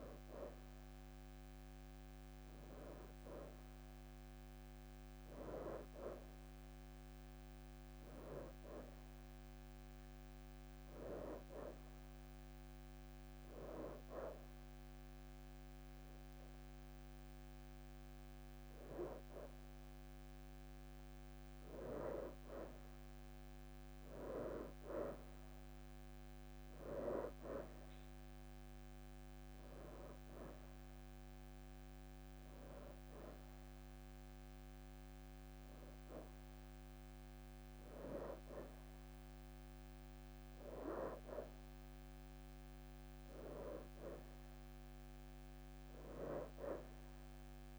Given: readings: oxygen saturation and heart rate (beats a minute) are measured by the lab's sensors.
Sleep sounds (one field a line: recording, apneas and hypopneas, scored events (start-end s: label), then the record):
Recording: breathing in sleep by a microphone on the trachea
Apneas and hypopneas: 1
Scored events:
11.00-22.00 s: hypopnea (oxygen 91% before, 86% lowest, heart rate 62 before, 53 extreme, up 20 after)
25.50-26.50 s: leg movement (device-marked)
26.00-30.50 s: arousal
29.50-42.50 s: oxygen desaturation (device-marked, oxygen 91% before, 86% lowest, heart rate 64 before, 49 extreme)
From the record:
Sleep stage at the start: N2 (light sleep)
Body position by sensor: on the right side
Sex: female